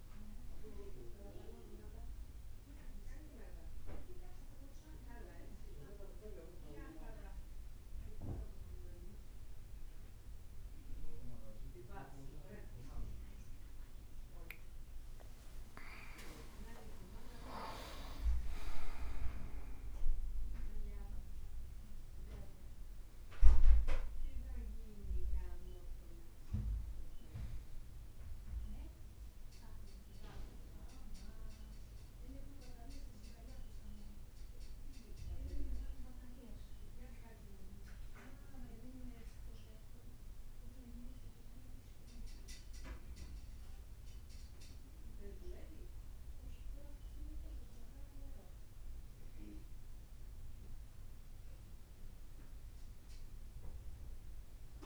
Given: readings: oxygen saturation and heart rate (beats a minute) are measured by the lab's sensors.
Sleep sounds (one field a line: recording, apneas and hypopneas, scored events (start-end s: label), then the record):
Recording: breathing in sleep by a room microphone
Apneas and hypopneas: none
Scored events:
14.50-20.00 s: leg movement (device-marked)
15.00-20.50 s: arousal
From the record:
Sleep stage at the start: N1 (lightest sleep)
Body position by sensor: on the back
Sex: male